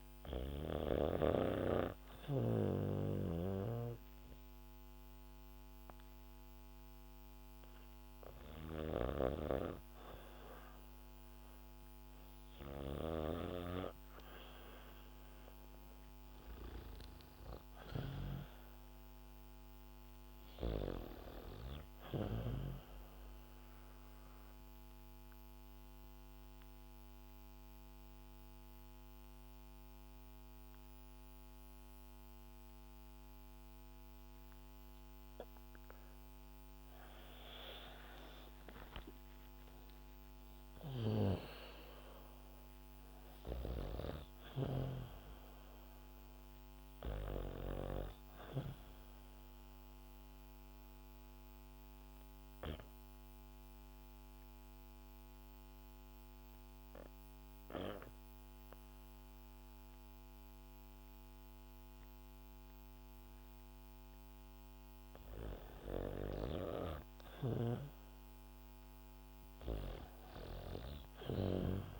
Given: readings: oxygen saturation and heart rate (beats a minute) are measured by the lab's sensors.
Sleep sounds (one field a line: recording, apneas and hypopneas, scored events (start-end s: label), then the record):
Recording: breathing in sleep by a microphone on the trachea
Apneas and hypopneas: 3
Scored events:
0.00-11.50 s: oxygen desaturation (device-marked, oxygen 91% lowest, heart rate 64 extreme)
3.00-14.50 s: hypopnea (oxygen 98% before, 91% lowest, heart rate 66 before, 65 extreme, up 4 after)
8.00-12.50 s: snoring (device-marked)
17.00-20.00 s: arousal
23.50-36.00 s: obstructive apnea (oxygen 95% before, 92% lowest, heart rate 72 before, 64 extreme, up 11 after)
37.50-41.50 s: arousal
40.00-43.50 s: snoring (device-marked)
42.50-61.50 s: oxygen desaturation (device-marked, oxygen 98% before, 92% lowest, heart rate 70 before, 64 extreme)
50.00-64.50 s: obstructive apnea (oxygen 98% before, 92% lowest, heart rate 70 before, 66 extreme, up 2 after)
65.50-71.00 s: snoring (device-marked)
66.50-70.50 s: arousal
70.50-72.00 s: oxygen desaturation (device-marked, oxygen 99% before, 92% lowest, heart rate 67 before, 66 extreme)
From the record:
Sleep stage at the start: REM sleep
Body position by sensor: on the back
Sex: female